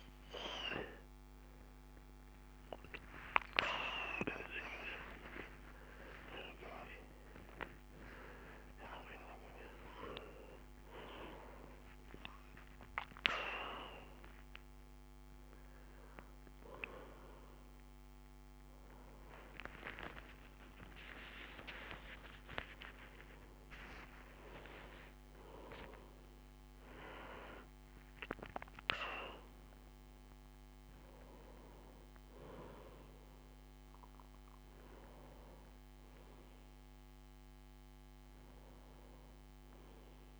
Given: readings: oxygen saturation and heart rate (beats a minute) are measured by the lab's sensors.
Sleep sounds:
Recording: a person awake in a sleep study, by a microphone on the trachea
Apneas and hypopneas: none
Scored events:
30.00-40.40 s: new sleep stage, N1 (lightest sleep)
From the record:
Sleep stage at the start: awake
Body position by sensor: on the right side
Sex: male

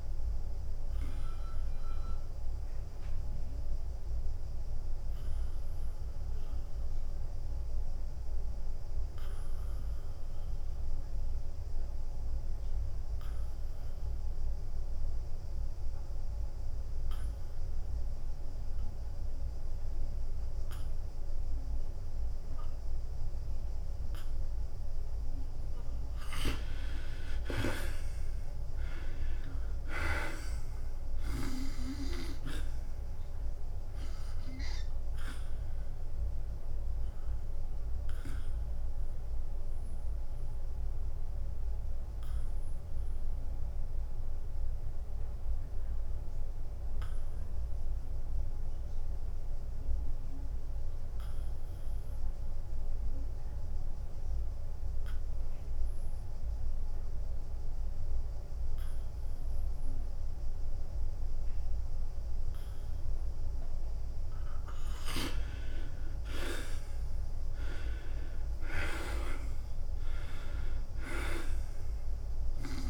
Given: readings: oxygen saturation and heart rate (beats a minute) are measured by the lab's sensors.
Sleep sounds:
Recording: breathing in sleep by a room microphone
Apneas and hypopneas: 2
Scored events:
0.00-4.00 s: drop in pulse transit time (device-marked, heart rate 90 extreme)
0.50-22.50 s: obstructive apnea (oxygen 98% before, 79% lowest, heart rate 92 before, 87 extreme, up 2 after)
12.00-15.00 s: oxygen desaturation (device-marked, oxygen 95% before, 92% lowest, heart rate 93 before, 87 extreme)
22.00-53.00 s: oxygen desaturation (device-marked, oxygen 97% before, 79% lowest, heart rate 91 before, 87 extreme)
27.00-41.00 s: drop in pulse transit time (device-marked, heart rate 90 before, 88 extreme)
28.00-31.50 s: arousal
37.50-64.50 s: obstructive apnea (oxygen 97% before, 77% lowest, heart rate 89 before, 87 extreme, up 7 after)
64.00-72.90 s: oxygen desaturation (device-marked, oxygen 98% before, 77% lowest, heart rate 89 before, 86 extreme)
67.00-71.50 s: arousal
67.00-72.90 s: drop in pulse transit time (device-marked, heart rate 89 before, 91 extreme)
From the record:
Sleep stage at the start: N2 (light sleep)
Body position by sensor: on the back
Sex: male

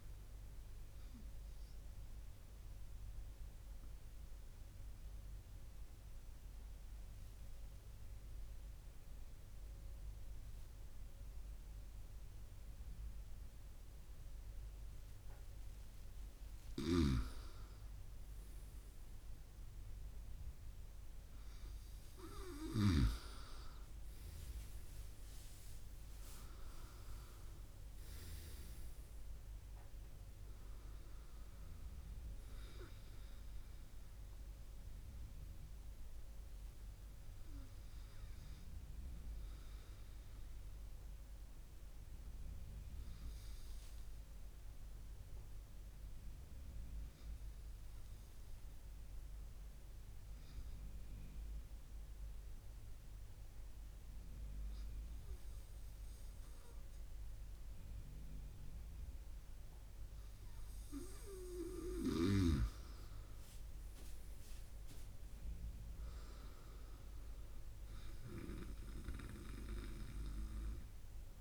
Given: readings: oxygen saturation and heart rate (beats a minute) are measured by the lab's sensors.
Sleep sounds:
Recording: breathing in sleep by a room microphone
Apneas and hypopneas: 2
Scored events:
1.50-15.50 s: mixed apnea (oxygen 98% before, 95% lowest, heart rate 68 before, 62 extreme, up 4 after)
16.50-20.00 s: arousal
16.50-23.00 s: snoring (device-marked)
21.00-30.00 s: oxygen desaturation (device-marked, oxygen 98% before, 95% lowest, heart rate 67 before, 62 extreme)
41.00-44.00 s: arousal
45.00-59.50 s: obstructive apnea (oxygen 98% before, 95% lowest, heart rate 66 before, 58 extreme, up 6 after)
62.00-68.50 s: snoring (device-marked)
63.00-66.50 s: arousal
From the record:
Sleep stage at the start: N2 (light sleep)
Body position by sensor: on the right side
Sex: male

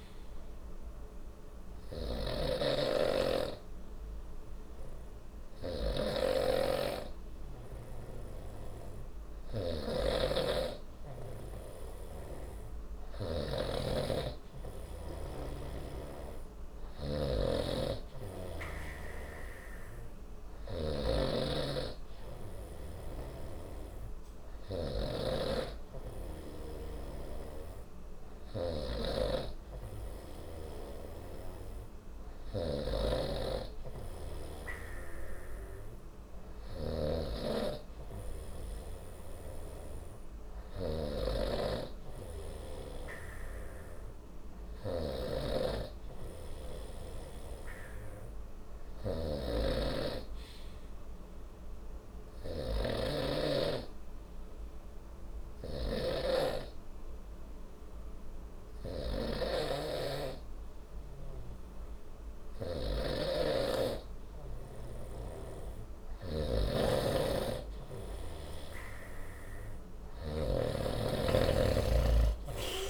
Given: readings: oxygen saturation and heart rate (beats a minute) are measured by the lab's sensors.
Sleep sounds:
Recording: breathing in sleep by a room microphone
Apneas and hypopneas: 2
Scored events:
0.00-2.00 s: snoring (device-marked)
1.00-12.50 s: obstructive apnea (oxygen 94% before, 93% lowest, heart rate 61 before, 60 extreme, up 0 after)
9.00-40.50 s: snoring (device-marked)
15.50-19.50 s: arousal
48.50-70.00 s: snoring (device-marked)
54.00-66.00 s: obstructive apnea (oxygen 94% before, 92% lowest, heart rate 60 before, 60 extreme, up 0 after)
69.00-72.90 s: arousal
From the record:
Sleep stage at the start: N2 (light sleep)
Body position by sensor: on the right side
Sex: male

